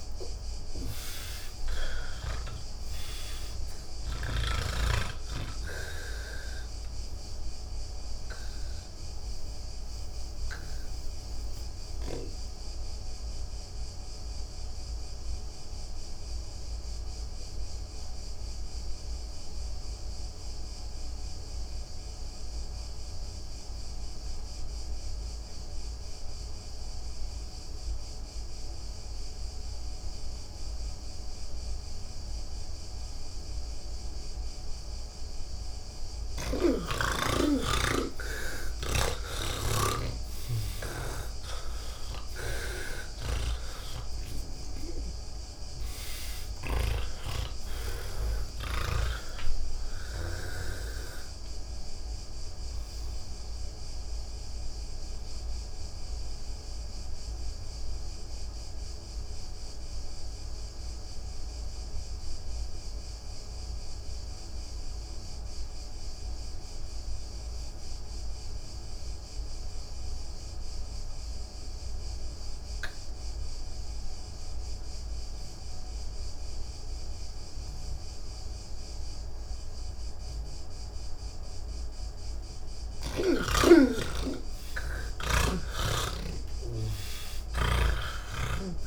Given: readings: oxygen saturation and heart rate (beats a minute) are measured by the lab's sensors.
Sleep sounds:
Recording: breathing in sleep by a room microphone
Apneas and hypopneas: 2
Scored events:
0.00-3.00 s: snoring (device-marked)
0.00-20.00 s: oxygen desaturation (device-marked, oxygen 82% lowest, heart rate 35 extreme)
7.50-35.00 s: obstructive apnea (oxygen 98% before, 79% lowest, heart rate 123 before, 35 extreme)
29.00-67.00 s: oxygen desaturation (device-marked, oxygen 98% before, 79% lowest, heart rate 114 before, 78 extreme)
39.00-43.00 s: snoring (device-marked)
51.50-82.00 s: obstructive apnea (oxygen 98% before, 77% lowest, heart rate 173 before, 78 extreme)
69.00-88.87 s: oxygen desaturation (device-marked, oxygen 99% before, 77% lowest, heart rate 136 before, 80 extreme)
From the record:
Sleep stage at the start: N3 (deep sleep)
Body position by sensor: on the back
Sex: male

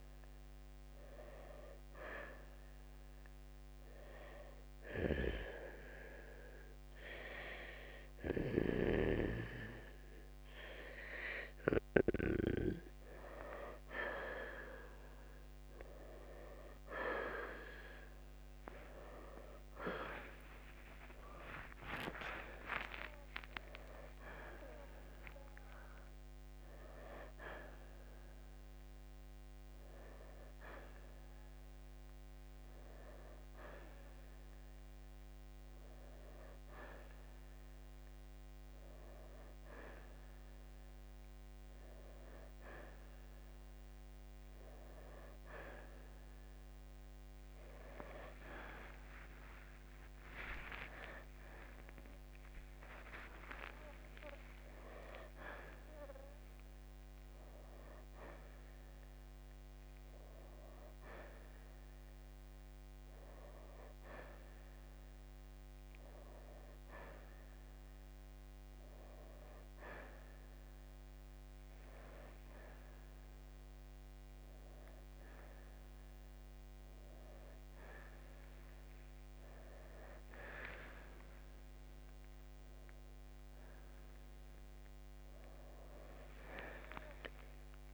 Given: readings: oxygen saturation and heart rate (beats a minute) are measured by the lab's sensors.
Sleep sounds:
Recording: breathing in sleep by a microphone on the trachea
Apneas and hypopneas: none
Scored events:
19.00-22.50 s: arousal
36.50-87.94 s: new sleep stage, N1 (lightest sleep)
49.50-54.50 s: arousal
From the record:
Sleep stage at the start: N2 (light sleep)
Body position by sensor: on the right side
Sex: male

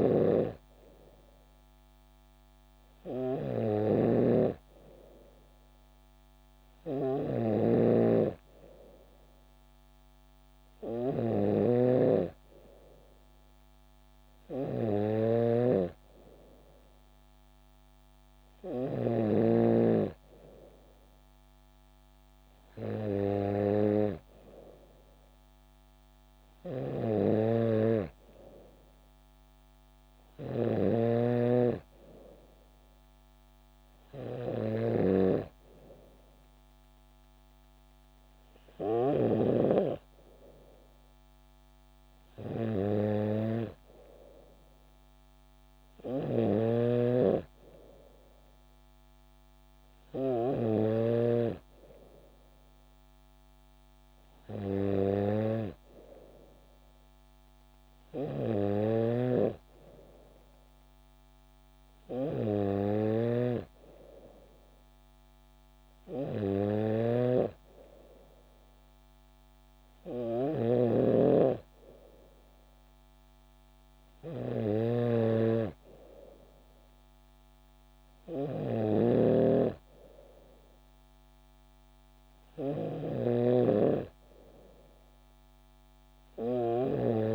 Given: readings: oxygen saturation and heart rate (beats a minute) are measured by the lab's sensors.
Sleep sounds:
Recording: breathing in sleep by a microphone on the trachea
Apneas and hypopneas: none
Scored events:
0.00-19.50 s: snoring (device-marked)
26.50-39.50 s: snoring (device-marked)
46.50-51.50 s: snoring (device-marked)
59.00-87.35 s: snoring (device-marked)
From the record:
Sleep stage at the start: N3 (deep sleep)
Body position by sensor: on the back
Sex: female

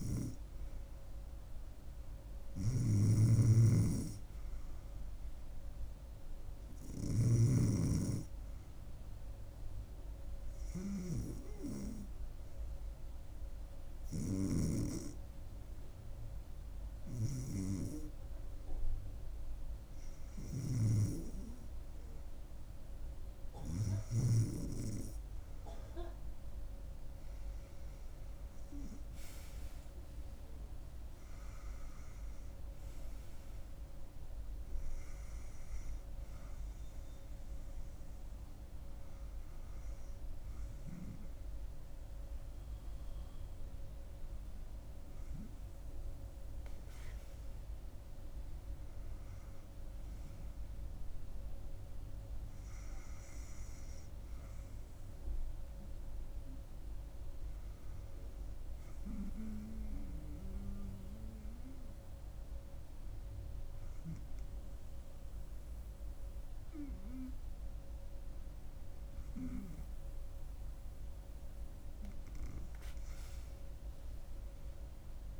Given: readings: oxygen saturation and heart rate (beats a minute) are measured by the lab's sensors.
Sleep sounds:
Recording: breathing in sleep by a room microphone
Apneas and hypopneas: none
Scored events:
3.00-7.50 s: snoring (device-marked)
29.00-75.40 s: new sleep stage, N2 (light sleep)
30.00-35.00 s: arousal
From the record:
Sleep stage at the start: REM sleep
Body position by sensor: on the back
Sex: female

